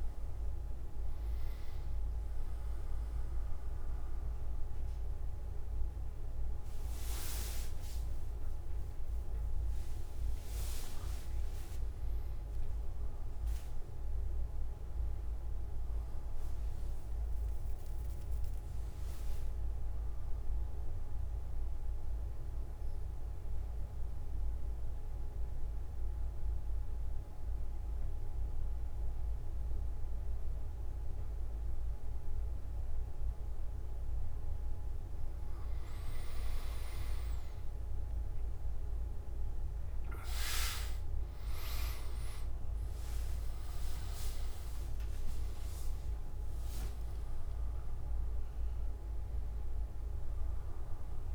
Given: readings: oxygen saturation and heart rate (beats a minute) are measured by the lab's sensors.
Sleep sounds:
breathing in sleep, hard to hear, by a room microphone; 1
0.00-19.00 s: oxygen desaturation (device-marked, oxygen 93% lowest)
21.50-35.00 s: obstructive apnea (oxygen 99% before, 93% lowest)
40.00-51.35 s: oxygen desaturation (device-marked, oxygen 98% before, 93% lowest)
From the record:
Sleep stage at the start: N2 (light sleep); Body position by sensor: on the back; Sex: male

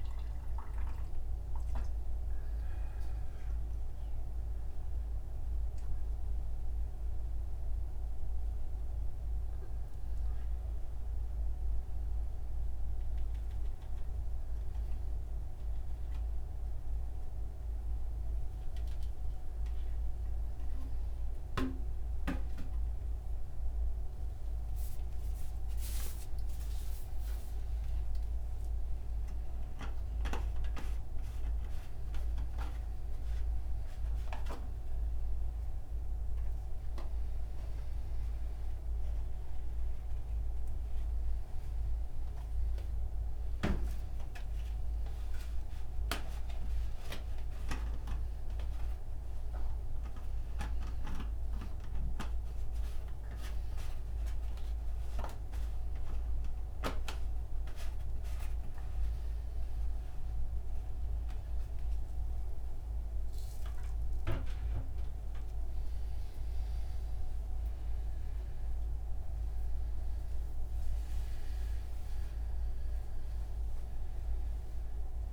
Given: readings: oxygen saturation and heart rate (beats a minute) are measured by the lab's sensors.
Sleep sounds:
a person awake in a sleep study, by a room microphone; none
13.00-20.00 s: oxygen desaturation (device-marked, oxygen 98% before, 95% lowest)
33.00-55.00 s: oxygen desaturation (device-marked, oxygen 98% before, 92% lowest)
From the record:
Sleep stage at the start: awake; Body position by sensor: on the front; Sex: male

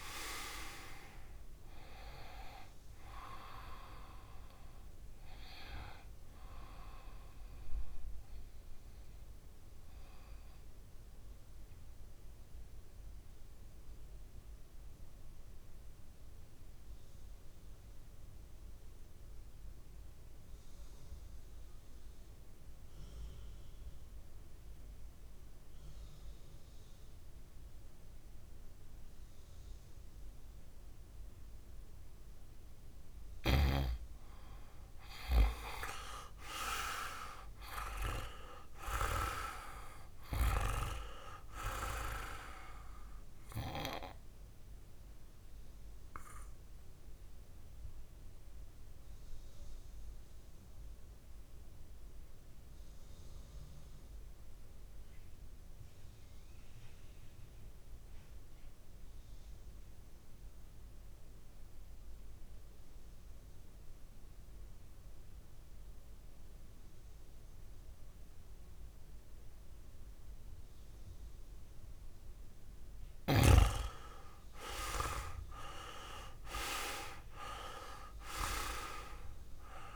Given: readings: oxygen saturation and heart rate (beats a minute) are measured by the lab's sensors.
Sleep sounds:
breathing in sleep by a room microphone; 2
0.00-16.50 s: oxygen desaturation (device-marked, oxygen 88% lowest, heart rate 59 extreme)
9.00-31.00 s: obstructive apnea (oxygen 99% before, 88% lowest, heart rate 67 before, 58 extreme, up 2 after)
30.50-57.50 s: oxygen desaturation (device-marked, oxygen 99% before, 90% lowest, heart rate 62 before, 58 extreme)
35.00-39.00 s: arousal
44.00-71.50 s: obstructive apnea (oxygen 100% before, 89% lowest, heart rate 64 before, 58 extreme, up 8 after)
69.50-79.96 s: oxygen desaturation (device-marked, oxygen 99% before, 89% lowest, heart rate 60 before, 58 extreme)
74.50-78.50 s: arousal
From the record:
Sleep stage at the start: N2 (light sleep); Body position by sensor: on the back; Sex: male

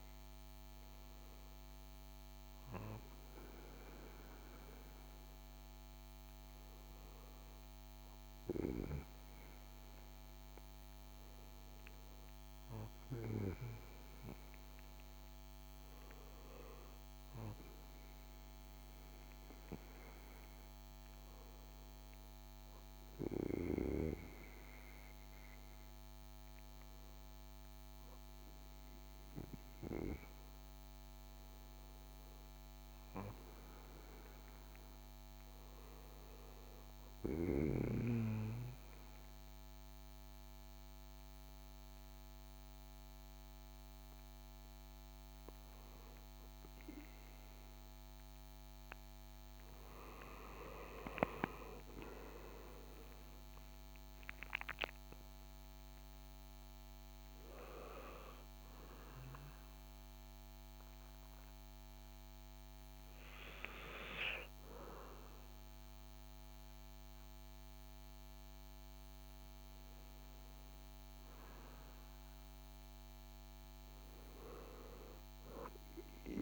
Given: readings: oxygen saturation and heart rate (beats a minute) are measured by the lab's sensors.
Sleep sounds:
breathing in sleep by a microphone on the trachea; none
52.00-55.50 s: arousal
From the record:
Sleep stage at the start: N2 (light sleep); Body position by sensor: on the back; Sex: male

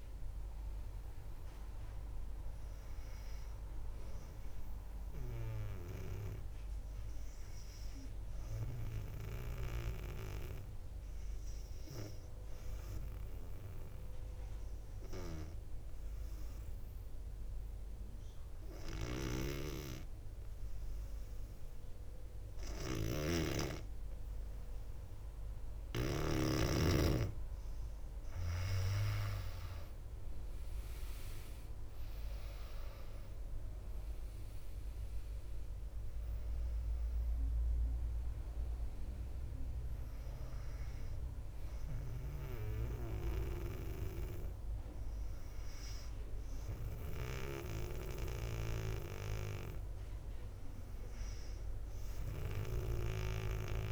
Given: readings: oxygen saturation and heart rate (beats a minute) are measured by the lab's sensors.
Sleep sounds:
breathing in sleep by a room microphone; 1
0.00-17.00 s: oxygen desaturation (device-marked, oxygen 95% lowest, heart rate 58 extreme)
12.50-27.00 s: obstructive apnea (oxygen 99% before, 95% lowest, heart rate 63 before, 56 extreme, up 3 after)
23.00-26.50 s: snoring (device-marked)
29.50-33.50 s: arousal
33.00-50.00 s: oxygen desaturation (device-marked, oxygen 99% before, 95% lowest, heart rate 63 before, 56 extreme)
From the record:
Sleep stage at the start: N2 (light sleep); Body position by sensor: on the back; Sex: female

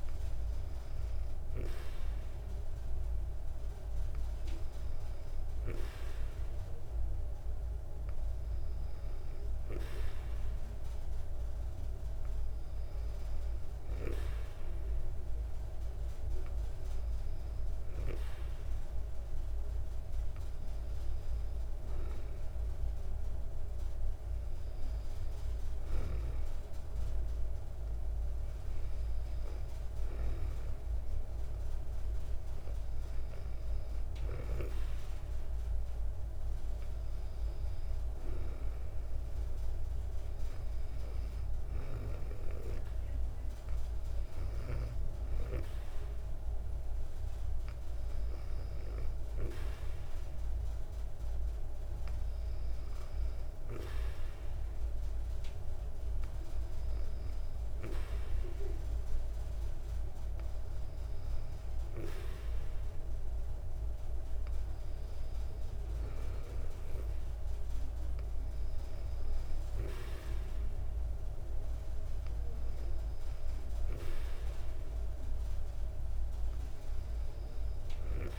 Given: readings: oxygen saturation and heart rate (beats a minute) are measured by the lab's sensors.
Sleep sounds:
breathing in sleep by a room microphone; none
none scored
From the record:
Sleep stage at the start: N2 (light sleep); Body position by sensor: on the back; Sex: female

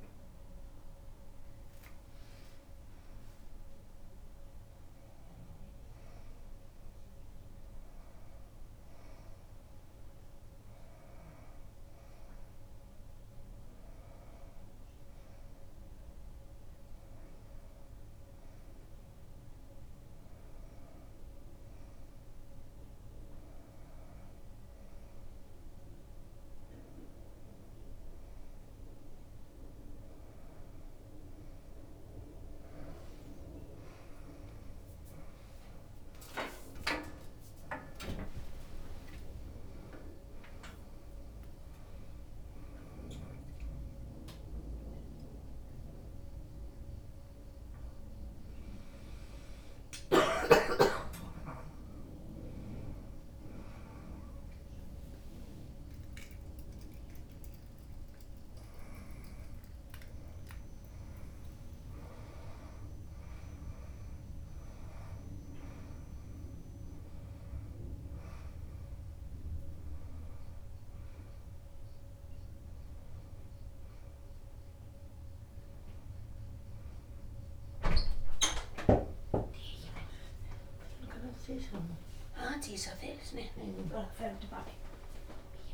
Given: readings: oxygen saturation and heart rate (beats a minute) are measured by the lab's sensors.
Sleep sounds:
a person awake in a sleep study, by a room microphone; none
2.50-4.50 s: long interval between heartbeats (device-marked, heart rate 95 before, 125 extreme)
5.50-7.50 s: long interval between heartbeats (device-marked, heart rate 102 before, 135 extreme)
10.00-12.00 s: long interval between heartbeats (device-marked, heart rate 111 before, 96 extreme)
10.50-32.50 s: drop in pulse transit time (device-marked, heart rate 111 before, 92 extreme)
31.50-33.50 s: long interval between heartbeats (device-marked, heart rate 99 before, 104 extreme)
36.50-38.50 s: long interval between heartbeats (device-marked, heart rate 99 before, 139 extreme)
51.50-67.50 s: drop in pulse transit time (device-marked, heart rate 118 before, 93 extreme)
56.50-69.50 s: oxygen desaturation (device-marked, oxygen 94% before, 88% lowest, heart rate 114 before, 94 extreme)
From the record:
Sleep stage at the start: awake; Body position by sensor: on the back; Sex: female

